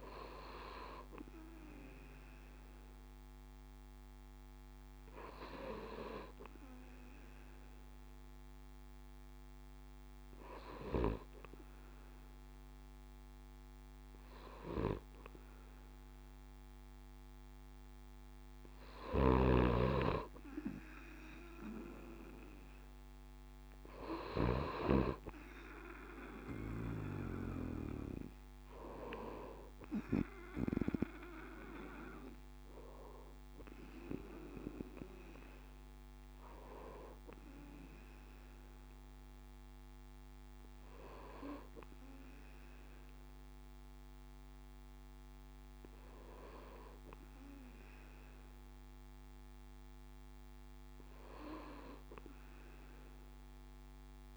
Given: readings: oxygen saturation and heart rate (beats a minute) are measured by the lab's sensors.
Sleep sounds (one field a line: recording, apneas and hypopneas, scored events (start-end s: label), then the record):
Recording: breathing in sleep by a microphone on the trachea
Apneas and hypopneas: 1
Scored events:
7.00-19.50 s: hypopnea (oxygen 97% before, 95% lowest, heart rate 68 before, 67 extreme, up 4 after)
22.00-25.50 s: arousal
From the record:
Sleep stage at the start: N2 (light sleep)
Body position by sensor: on the right side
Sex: male